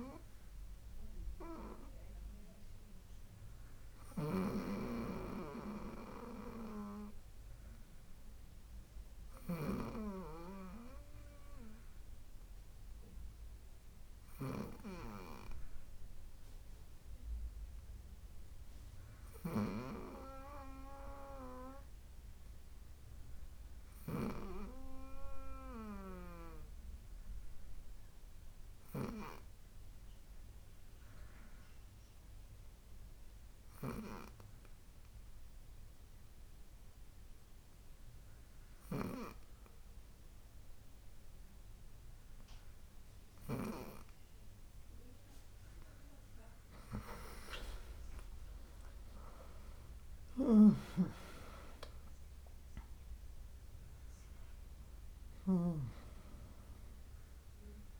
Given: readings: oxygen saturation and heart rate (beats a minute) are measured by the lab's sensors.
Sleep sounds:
breathing in sleep by a room microphone; 1
26.00-44.50 s: obstructive apnea (oxygen 96% before, 94% lowest, heart rate 72 before, 66 extreme, up 32 after)
47.50-53.00 s: arousal
From the record:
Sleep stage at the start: N2 (light sleep); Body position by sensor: on the right side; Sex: female

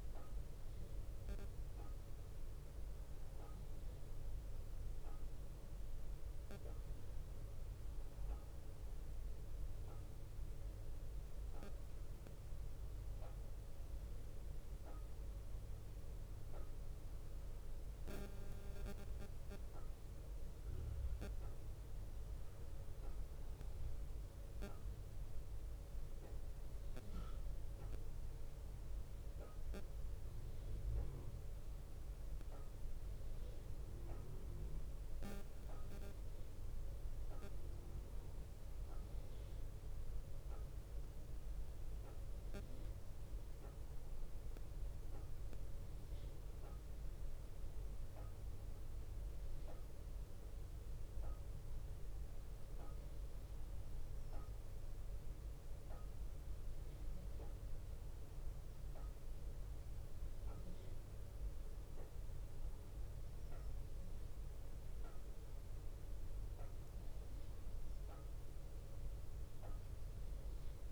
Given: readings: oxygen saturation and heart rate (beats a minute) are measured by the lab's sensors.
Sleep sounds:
breathing in sleep, hard to hear, by a room microphone; none
none scored
From the record:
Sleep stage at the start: N1 (lightest sleep); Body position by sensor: on the right side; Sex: male

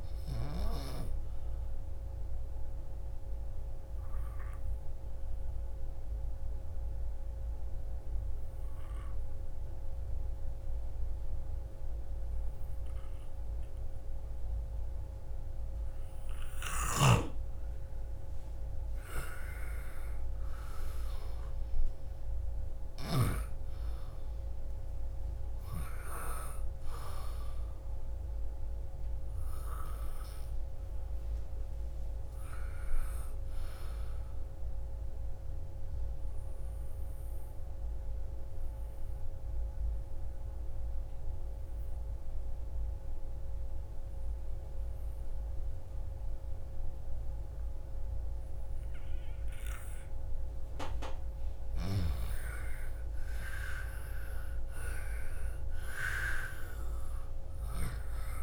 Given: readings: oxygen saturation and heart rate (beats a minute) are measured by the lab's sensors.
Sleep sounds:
breathing in sleep by a room microphone; 2
2.50-17.50 s: obstructive apnea (oxygen 98% before, 86% lowest, heart rate 59 before, 47 extreme, up 18 after)
4.00-18.00 s: oxygen desaturation (device-marked, oxygen 98% before, 88% lowest, heart rate 61 before, 48 extreme)
19.00-23.00 s: arousal
27.00-41.00 s: oxygen desaturation (device-marked, oxygen 98% before, 89% lowest, heart rate 56 before, 48 extreme)
35.50-50.50 s: obstructive apnea (oxygen 98% before, 86% lowest, heart rate 61 before, 48 extreme, up 19 after)
52.00-55.50 s: arousal
From the record:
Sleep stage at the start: N2 (light sleep); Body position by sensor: on the back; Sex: female

